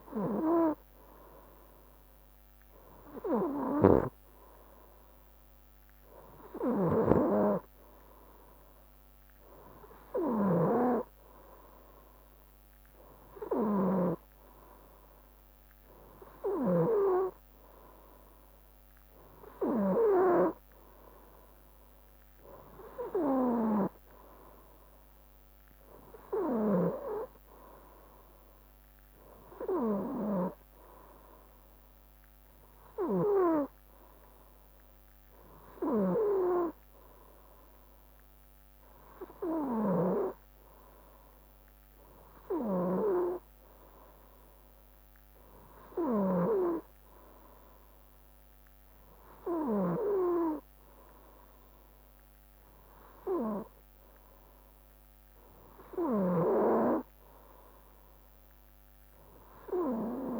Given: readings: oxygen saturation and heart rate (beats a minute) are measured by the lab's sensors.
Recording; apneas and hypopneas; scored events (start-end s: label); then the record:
breathing in sleep by a microphone on the trachea; none
10.00-14.00 s: snoring (device-marked)
From the record:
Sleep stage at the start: N3 (deep sleep); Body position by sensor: on the right side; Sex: male